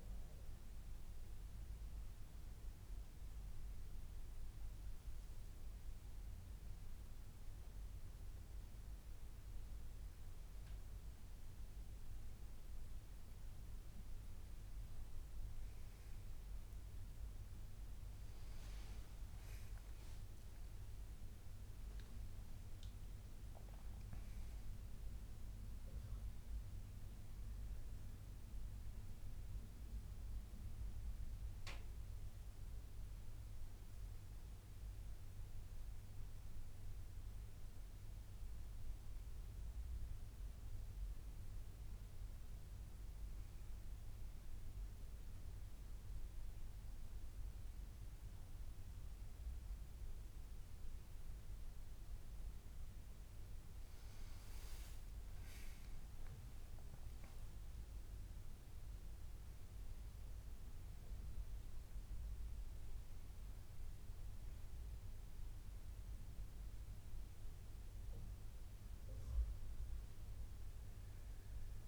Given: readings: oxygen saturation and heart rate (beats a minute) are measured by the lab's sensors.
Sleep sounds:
a person awake in a sleep study, hard to hear, by a room microphone; none
none scored
From the record:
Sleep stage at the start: awake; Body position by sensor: on the back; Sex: male

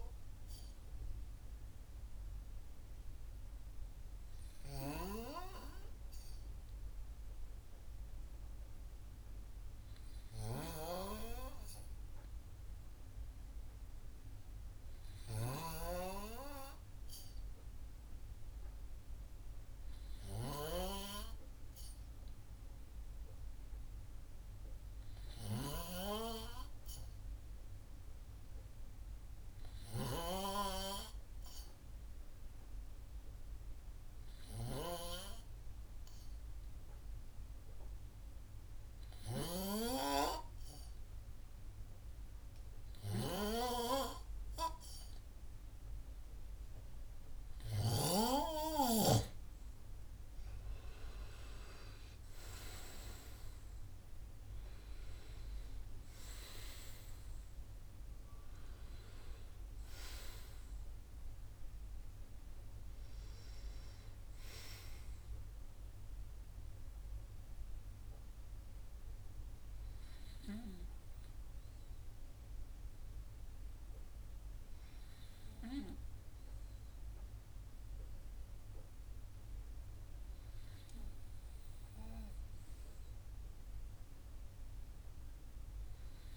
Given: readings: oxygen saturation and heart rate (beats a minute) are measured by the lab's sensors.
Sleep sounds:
breathing in sleep by a room microphone; 1
0.00-13.00 s: oxygen desaturation (device-marked, oxygen 93% lowest, heart rate 50 extreme)
5.00-46.50 s: hypopnea (oxygen 96% before, 91% lowest, heart rate 57 before, 51 extreme, up 5 after)
15.50-21.00 s: snoring (device-marked)
35.00-75.00 s: oxygen desaturation (device-marked, oxygen 97% before, 91% lowest, heart rate 54 before, 50 extreme)
51.50-55.50 s: arousal
From the record:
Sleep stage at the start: N2 (light sleep); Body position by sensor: on the right side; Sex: male

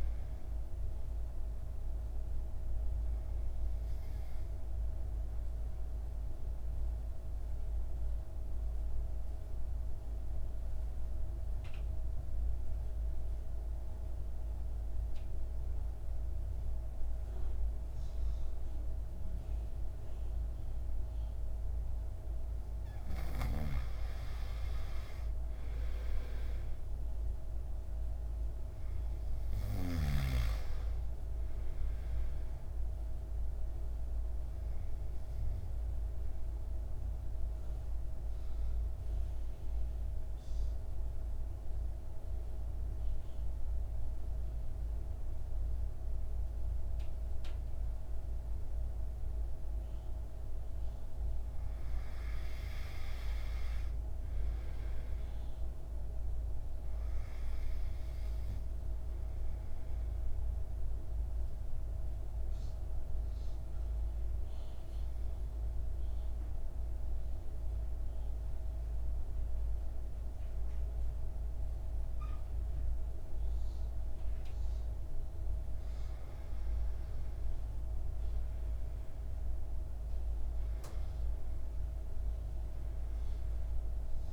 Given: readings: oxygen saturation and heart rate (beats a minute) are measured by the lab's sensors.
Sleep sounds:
breathing in sleep, hard to hear, by a room microphone; 3
0.00-14.00 s: oxygen desaturation (device-marked, oxygen 89% lowest, heart rate 55 extreme)
3.50-22.50 s: obstructive apnea (oxygen 99% before, 89% lowest, heart rate 56 before, 50 extreme, up 2 after)
25.00-28.50 s: arousal
28.00-54.00 s: oxygen desaturation (device-marked, oxygen 98% before, 90% lowest, heart rate 58 before, 50 extreme)
35.50-50.00 s: mixed apnea (oxygen 98% before, 90% lowest, heart rate 58 before, 50 extreme, up 11 after)
52.50-56.50 s: arousal
60.50-75.50 s: mixed apnea (oxygen 98% before, 90% lowest, heart rate 55 before, 51 extreme, up 7 after)
77.50-81.00 s: arousal
From the record:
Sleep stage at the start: N2 (light sleep); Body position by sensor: on the back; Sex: male

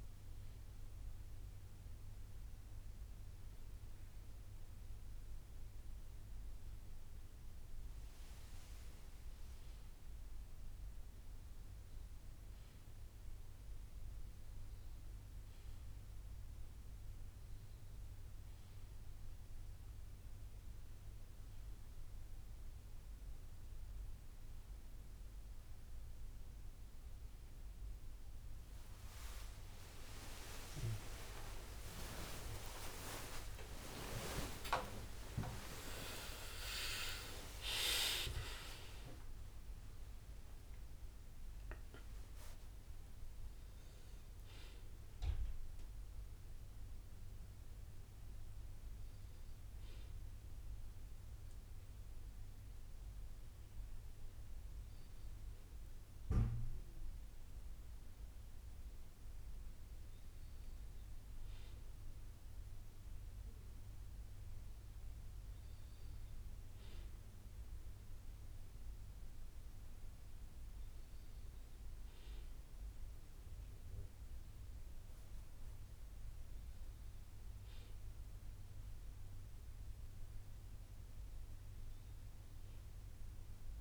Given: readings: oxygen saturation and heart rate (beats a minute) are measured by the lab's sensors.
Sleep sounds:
a person partly awake in a sleep study, by a room microphone; none
0.00-7.00 s: bradycardia (device-marked, heart rate 60 before, 58 extreme)
14.00-16.00 s: bradycardia (device-marked, heart rate 61 before, 59 extreme)
23.00-53.00 s: new sleep stage, awake
31.50-33.50 s: long interval between heartbeats (device-marked, heart rate 60 before, 80 extreme)
32.00-34.00 s: tachycardia (device-marked, heart rate 60 before, 88 extreme)
33.50-35.50 s: long interval between heartbeats (device-marked, heart rate 62 before, 88 extreme)
36.00-47.00 s: drop in pulse transit time (device-marked, heart rate 68 before, 66 extreme)
40.00-42.00 s: long interval between heartbeats (device-marked, heart rate 76 before, 89 extreme)
49.00-83.81 s: bradycardia (device-marked, heart rate 61 before, 56 extreme)
53.00-83.81 s: new sleep stage, N1 (lightest sleep)
From the record:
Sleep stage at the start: N1 (lightest sleep); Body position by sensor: on the back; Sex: male

